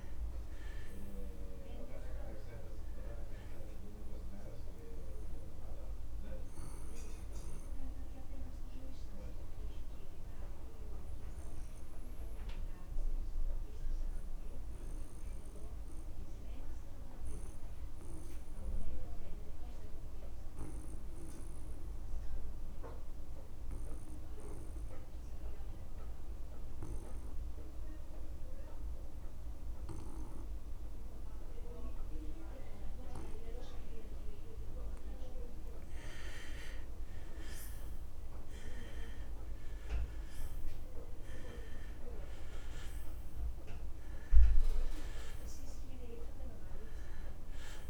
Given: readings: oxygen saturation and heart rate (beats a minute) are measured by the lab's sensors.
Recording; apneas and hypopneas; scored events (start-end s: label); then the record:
breathing in sleep by a room microphone; 1
0.00-14.00 s: oxygen desaturation (device-marked, oxygen 78% lowest)
12.00-35.50 s: obstructive apnea (oxygen 87% before, 83% lowest)
34.00-47.90 s: oxygen desaturation (device-marked, oxygen 99% before, 83% lowest)
37.00-41.00 s: arousal
From the record:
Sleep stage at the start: N2 (light sleep); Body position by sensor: on the back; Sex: male